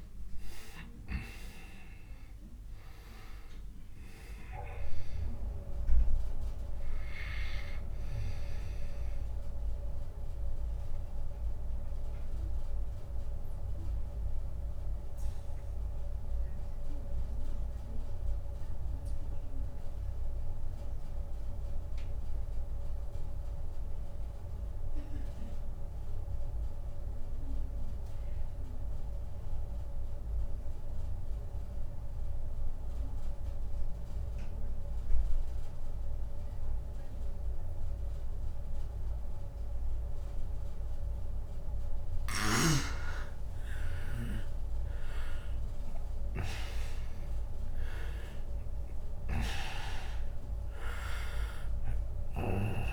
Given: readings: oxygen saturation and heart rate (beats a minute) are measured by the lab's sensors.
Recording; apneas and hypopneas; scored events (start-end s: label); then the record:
breathing in sleep by a room microphone; 1
0.00-27.50 s: oxygen desaturation (device-marked, oxygen 83% lowest)
9.00-41.00 s: obstructive apnea (oxygen 97% before, 83% lowest)
43.00-48.00 s: arousal
43.50-52.93 s: oxygen desaturation (device-marked, oxygen 99% before, 88% lowest)
From the record:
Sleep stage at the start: N2 (light sleep); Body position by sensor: on the back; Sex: male